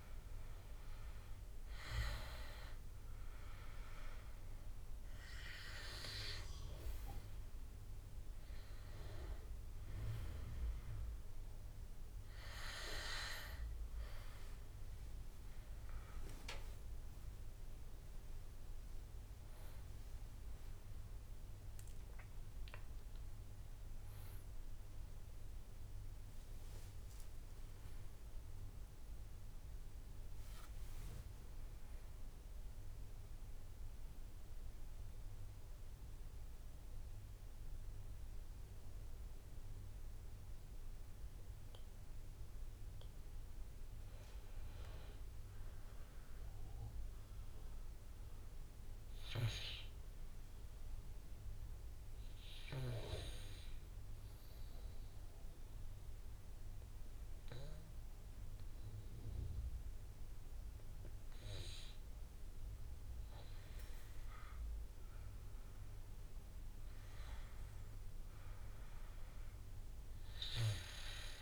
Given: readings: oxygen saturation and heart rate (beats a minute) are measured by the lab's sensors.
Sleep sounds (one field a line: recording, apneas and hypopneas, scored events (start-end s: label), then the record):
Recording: breathing in sleep by a room microphone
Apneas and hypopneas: 1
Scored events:
0.00-9.00 s: drop in pulse transit time (device-marked, heart rate 61 extreme)
0.00-11.00 s: oxygen desaturation (device-marked, oxygen 84% lowest, heart rate 51 extreme)
16.00-30.00 s: drop in pulse transit time (device-marked, heart rate 63 before, 66 extreme)
16.50-20.50 s: arousal
51.00-61.50 s: obstructive apnea (oxygen 100% before, 90% lowest, heart rate 56 before, 48 extreme, up 15 after)
54.00-60.00 s: oxygen desaturation (device-marked, oxygen 99% before, 95% lowest, heart rate 54 before, 48 extreme)
65.00-67.50 s: arousal
67.00-71.42 s: oxygen desaturation (device-marked, oxygen 96% before, 91% lowest, heart rate 53 before, 48 extreme)
From the record:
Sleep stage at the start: N2 (light sleep)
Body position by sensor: on the back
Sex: male